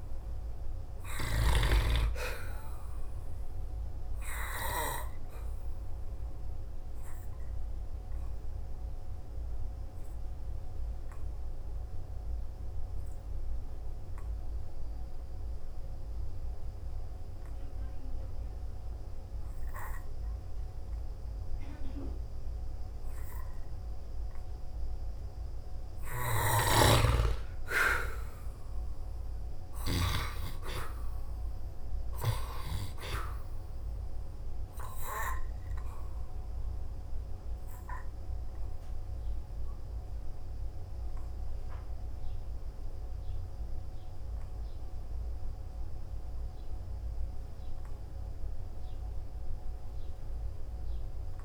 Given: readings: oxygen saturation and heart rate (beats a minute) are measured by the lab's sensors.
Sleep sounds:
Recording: breathing in sleep by a room microphone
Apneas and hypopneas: 2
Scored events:
0.00-1.00 s: arousal
5.50-27.00 s: obstructive apnea (oxygen 97% before, 88% lowest, heart rate 54 before, 54 extreme, up 2 after)
8.00-31.00 s: oxygen desaturation (device-marked, oxygen 97% before, 88% lowest, heart rate 54 before, 54 extreme)
29.00-32.00 s: arousal
35.00-46.00 s: obstructive apnea (oxygen 96% before, 89% lowest, heart rate 56 before, 53 extreme, up 1 after)
48.50-51.45 s: arousal
From the record:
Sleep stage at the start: N2 (light sleep)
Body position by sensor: on the back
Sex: male

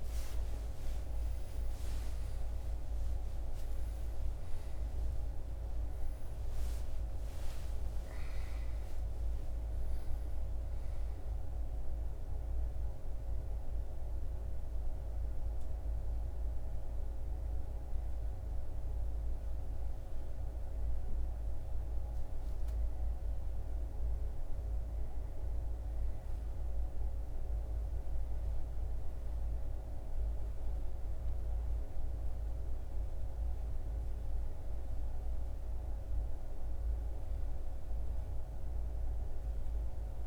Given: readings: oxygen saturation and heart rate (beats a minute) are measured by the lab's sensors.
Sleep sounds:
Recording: a person awake in a sleep study, hard to hear, by a room microphone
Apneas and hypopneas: none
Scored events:
none scored
From the record:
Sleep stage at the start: awake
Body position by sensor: on the back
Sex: male

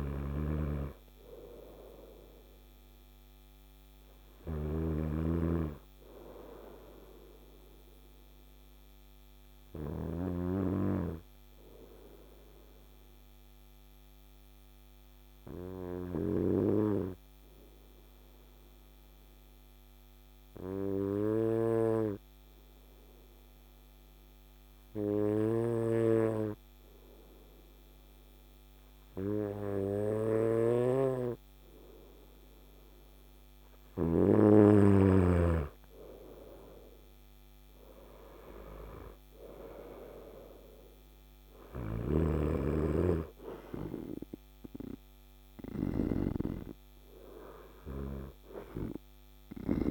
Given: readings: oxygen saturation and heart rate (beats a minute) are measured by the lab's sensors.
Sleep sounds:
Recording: breathing in sleep by a microphone on the trachea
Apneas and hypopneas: 1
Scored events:
0.00-4.00 s: snoring (device-marked)
6.00-33.50 s: obstructive apnea (oxygen 96% before, 94% lowest, heart rate 62 before, 54 extreme, up 8 after)
31.50-49.91 s: oxygen desaturation (device-marked, oxygen 98% before, 94% lowest, heart rate 54 before, 53 extreme)
36.00-40.50 s: arousal
From the record:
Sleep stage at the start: N2 (light sleep)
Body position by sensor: on the right side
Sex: male

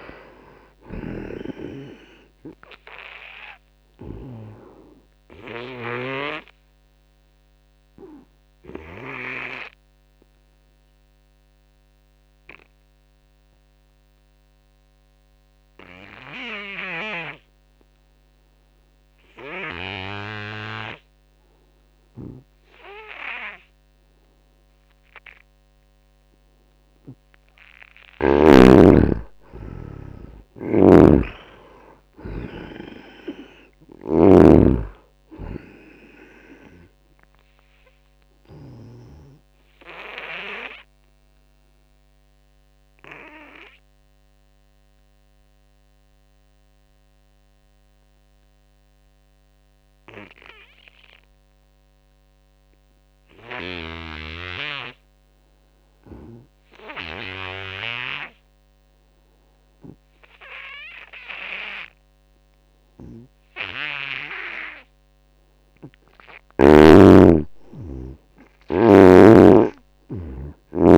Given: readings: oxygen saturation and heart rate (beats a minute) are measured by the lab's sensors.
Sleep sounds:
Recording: breathing in sleep by a microphone on the trachea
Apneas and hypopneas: 2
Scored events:
0.00-6.00 s: snoring (device-marked)
0.00-16.50 s: oxygen desaturation (device-marked, oxygen 80% lowest, heart rate 84 extreme)
3.50-5.50 s: long interval between heartbeats (device-marked, heart rate 86 before, 96 extreme)
5.50-26.50 s: obstructive apnea (oxygen 98% before, 80% lowest, heart rate 87 before, 82 extreme, up 18 after)
22.50-24.50 s: long interval between heartbeats (device-marked, heart rate 89 before, 96 extreme)
26.00-28.00 s: long interval between heartbeats (device-marked, heart rate 89 before, 104 extreme)
26.50-48.50 s: oxygen desaturation (device-marked, oxygen 97% before, 82% lowest, heart rate 90 before, 77 extreme)
29.50-33.50 s: arousal
30.50-34.00 s: snoring (device-marked)
38.50-65.50 s: obstructive apnea (oxygen 97% before, 80% lowest, heart rate 91 before, 77 extreme, up 7 after)
59.50-70.98 s: oxygen desaturation (device-marked, oxygen 98% before, 80% lowest, heart rate 85 before, 77 extreme)
67.00-70.98 s: arousal
From the record:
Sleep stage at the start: N2 (light sleep)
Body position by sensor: on the right side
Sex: male

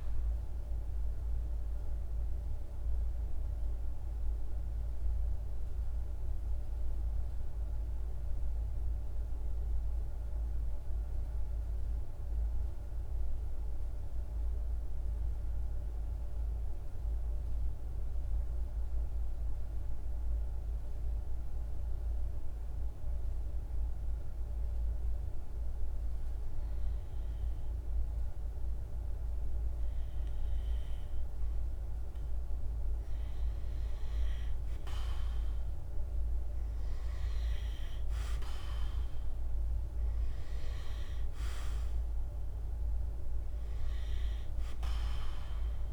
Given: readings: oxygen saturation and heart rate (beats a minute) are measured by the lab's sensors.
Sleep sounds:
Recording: breathing in sleep, hard to hear, by a room microphone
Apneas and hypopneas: 1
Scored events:
0.00-6.50 s: oxygen desaturation (device-marked, oxygen 91% lowest, heart rate 51 extreme)
9.00-26.00 s: hypopnea (oxygen 99% before, 91% lowest, heart rate 53 before, 52 extreme, up 3 after)
26.50-45.93 s: oxygen desaturation (device-marked, oxygen 99% before, 91% lowest, heart rate 52 before, 51 extreme)
31.00-35.50 s: arousal
From the record:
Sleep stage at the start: N2 (light sleep)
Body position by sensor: on the right side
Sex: male

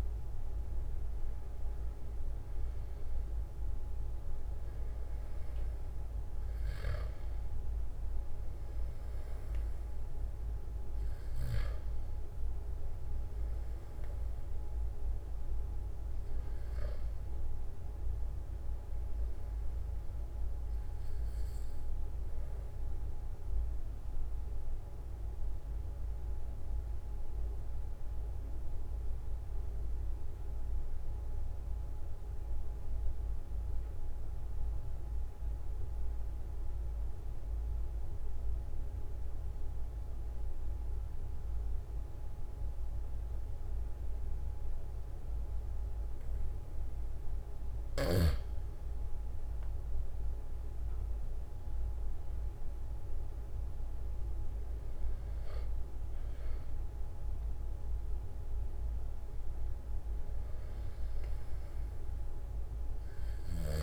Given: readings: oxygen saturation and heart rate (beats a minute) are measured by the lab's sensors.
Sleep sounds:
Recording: breathing in sleep, hard to hear, by a room microphone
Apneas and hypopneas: 1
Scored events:
0.00-1.00 s: arousal
27.00-48.00 s: mixed apnea (oxygen 96% before, 92% lowest, heart rate 45 before, 42 extreme, up 4 after)
50.00-55.00 s: arousal
From the record:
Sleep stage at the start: N2 (light sleep)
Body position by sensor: on the back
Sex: male

